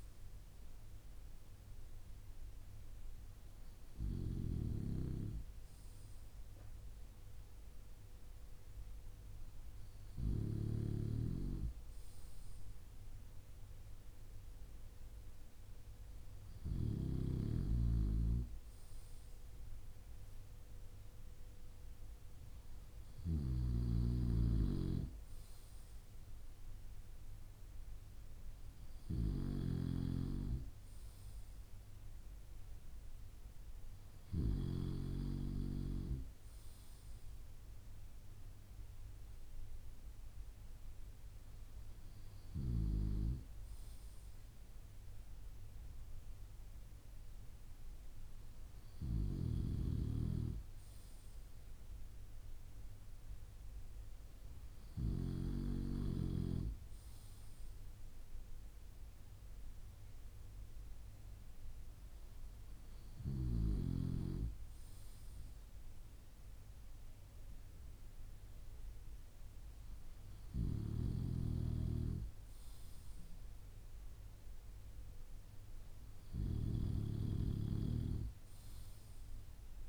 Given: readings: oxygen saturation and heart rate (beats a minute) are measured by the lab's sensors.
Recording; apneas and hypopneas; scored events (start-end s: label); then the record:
breathing in sleep by a room microphone; none
none scored
From the record:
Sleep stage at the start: N2 (light sleep); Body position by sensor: on the back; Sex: male